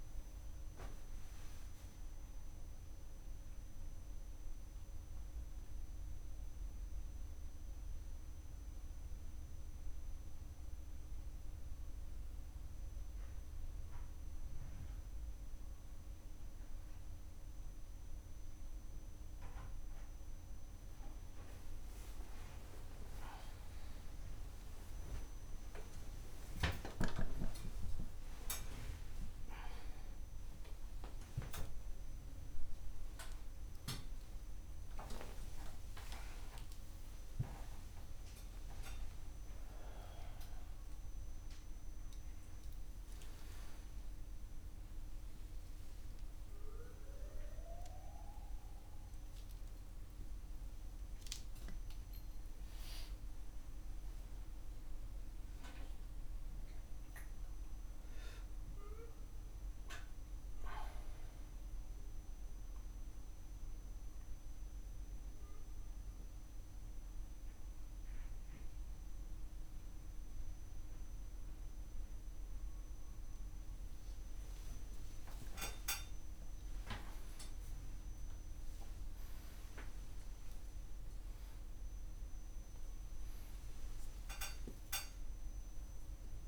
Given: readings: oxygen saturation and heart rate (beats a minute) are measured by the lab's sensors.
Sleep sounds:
a person awake in a sleep study, by a room microphone; none
none scored
From the record:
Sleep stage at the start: awake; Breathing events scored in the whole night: 239 in 3.1 hours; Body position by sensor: upright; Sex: male

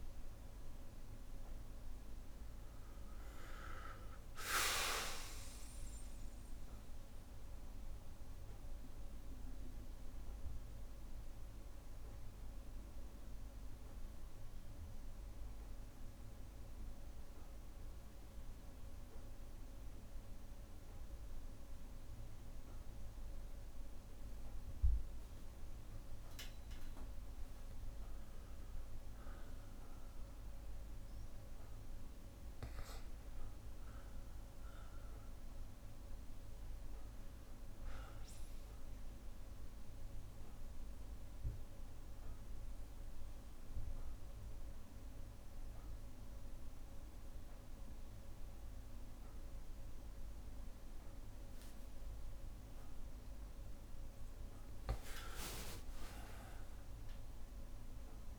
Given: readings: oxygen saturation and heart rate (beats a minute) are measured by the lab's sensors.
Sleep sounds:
breathing in sleep by a room microphone; 2
6.00-26.50 s: obstructive apnea (oxygen 99% before, 95% lowest, heart rate 74 before, 58 extreme, up 6 after)
11.00-22.00 s: bradycardia (device-marked, heart rate 63 before, 58 extreme)
28.00-31.50 s: arousal
40.00-54.00 s: obstructive apnea (oxygen 99% before, 93% lowest, heart rate 62 before, 59 extreme, up 5 after)
45.00-50.00 s: bradycardia (device-marked, heart rate 63 before, 59 extreme)
55.00-58.39 s: arousal
From the record:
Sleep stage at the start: N2 (light sleep); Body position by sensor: on the back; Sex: male

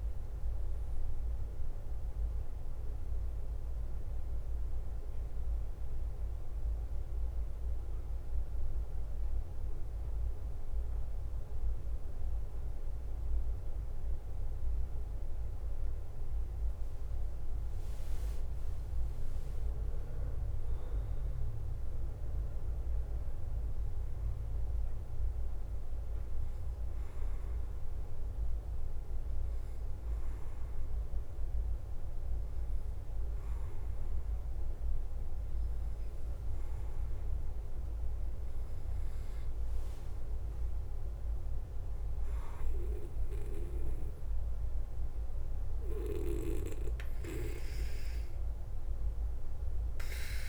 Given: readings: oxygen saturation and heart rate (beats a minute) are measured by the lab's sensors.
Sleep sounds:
breathing in sleep by a room microphone; 1
0.00-50.48 s: bradycardia (device-marked, heart rate 42 extreme)
6.50-19.00 s: obstructive apnea (oxygen 98% before, 94% lowest, heart rate 52 before, 44 extreme, up 7 after)
21.50-24.00 s: arousal
38.00-50.00 s: oxygen desaturation (device-marked, oxygen 98% before, 95% lowest, heart rate 50 before, 48 extreme)
From the record:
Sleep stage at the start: N2 (light sleep); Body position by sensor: on the back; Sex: male

